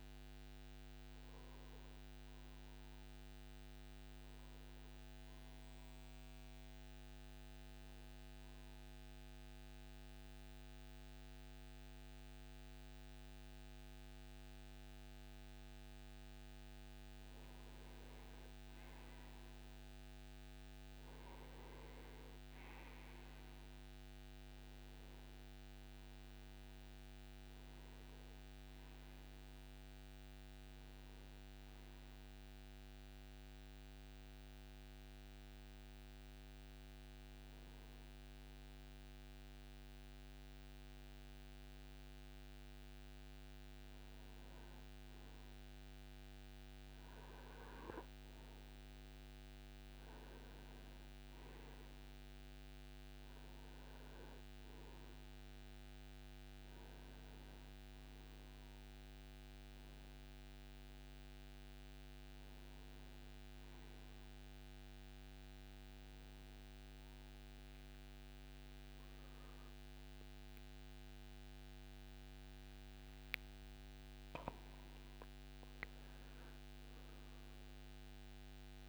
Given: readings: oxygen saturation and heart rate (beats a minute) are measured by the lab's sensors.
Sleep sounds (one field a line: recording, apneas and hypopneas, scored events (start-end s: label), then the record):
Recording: breathing in sleep, hard to hear, by a microphone on the trachea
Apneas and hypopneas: 2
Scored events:
9.00-19.50 s: mixed apnea (oxygen 93% before, 90% lowest)
24.50-29.50 s: arousal
29.50-43.50 s: oxygen desaturation (device-marked, oxygen 96% before, 90% lowest)
35.00-46.00 s: hypopnea (oxygen 97% before, 90% lowest)
49.50-53.50 s: arousal
54.50-67.50 s: oxygen desaturation (device-marked, oxygen 96% before, 92% lowest)
71.00-74.50 s: arousal
From the record:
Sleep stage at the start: N2 (light sleep)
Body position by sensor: on the right side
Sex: male